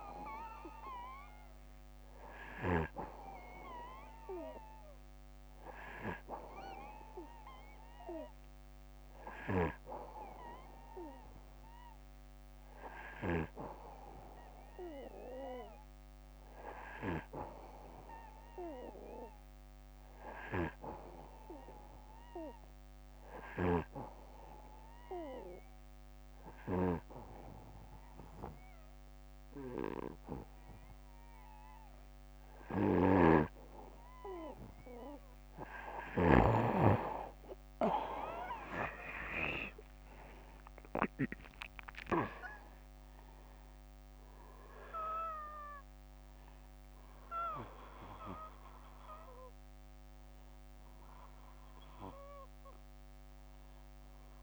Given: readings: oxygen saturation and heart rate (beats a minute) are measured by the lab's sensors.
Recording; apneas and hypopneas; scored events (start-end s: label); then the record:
breathing in sleep by a microphone on the trachea; 1
23.00-33.50 s: obstructive apnea (oxygen 93% before, 90% lowest, heart rate 64 before, 62 extreme, up 5 after)
23.00-36.00 s: snoring (device-marked)
36.00-39.00 s: arousal
From the record:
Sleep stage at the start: N2 (light sleep); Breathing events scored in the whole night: 243 in 4.0 hours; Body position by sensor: on the back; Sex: male